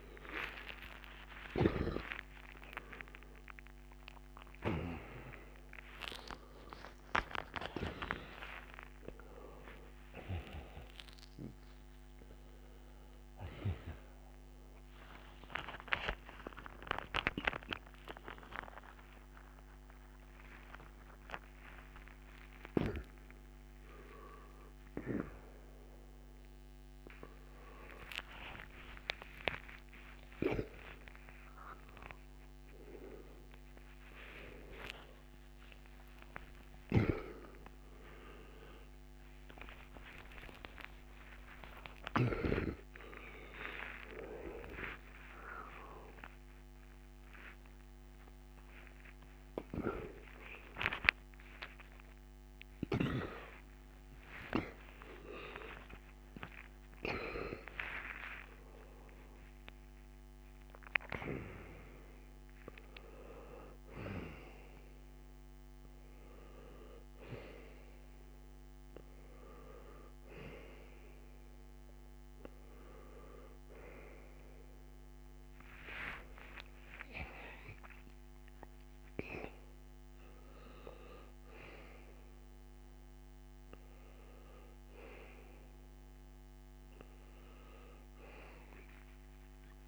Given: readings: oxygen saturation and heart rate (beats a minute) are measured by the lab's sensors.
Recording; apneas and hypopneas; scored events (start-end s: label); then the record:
a person awake in a sleep study, by a microphone on the trachea; none
1.00-13.50 s: snoring (device-marked)
13.00-24.00 s: oxygen desaturation (device-marked, oxygen 97% before, 90% lowest, heart rate 116 before, 99 extreme)
36.00-42.00 s: snoring (device-marked)
49.00-61.00 s: oxygen desaturation (device-marked, oxygen 98% before, 93% lowest, heart rate 138 before, 45 extreme)
From the record:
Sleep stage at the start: awake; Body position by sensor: on the back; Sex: male